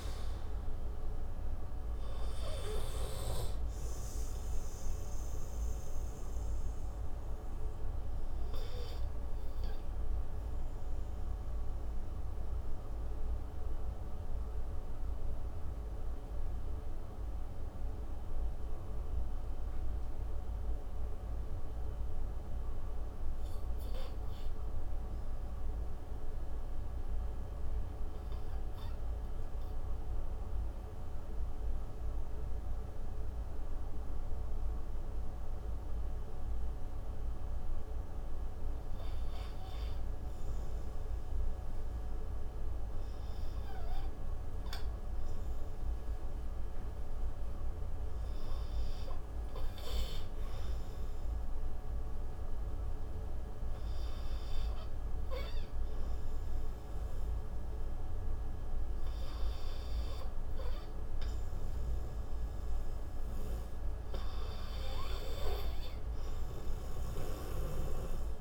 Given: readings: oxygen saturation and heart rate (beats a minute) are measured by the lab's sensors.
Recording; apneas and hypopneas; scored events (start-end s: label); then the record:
breathing in sleep, hard to hear, by a room microphone; 1
0.00-1.00 s: arousal
3.50-23.50 s: oxygen desaturation (device-marked, oxygen 87% before, 79% lowest)
5.50-43.50 s: obstructive apnea (oxygen 92% before, 79% lowest)
46.50-50.00 s: arousal
46.50-68.41 s: oxygen desaturation (device-marked, oxygen 98% before, 82% lowest)
From the record:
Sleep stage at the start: REM sleep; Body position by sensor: on the right side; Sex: male